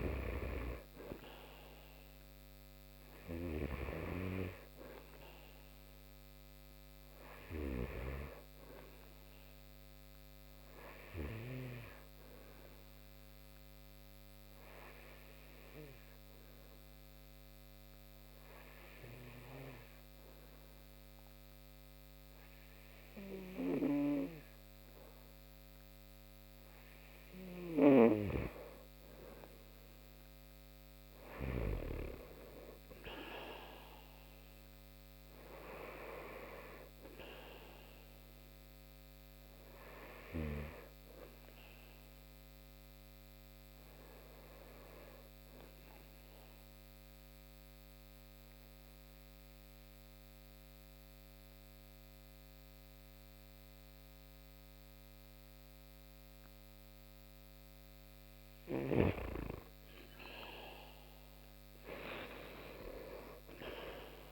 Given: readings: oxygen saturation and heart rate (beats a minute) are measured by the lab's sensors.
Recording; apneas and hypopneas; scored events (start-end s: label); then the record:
breathing in sleep by a microphone on the trachea; 2
1.00-19.00 s: oxygen desaturation (device-marked, oxygen 94% before, 89% lowest)
12.50-27.00 s: obstructive apnea (oxygen 94% before, 88% lowest)
29.50-33.00 s: arousal
45.50-57.00 s: obstructive apnea (oxygen 93% before, 88% lowest)
59.50-63.00 s: arousal
From the record:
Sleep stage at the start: N2 (light sleep); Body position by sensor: on the right side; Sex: male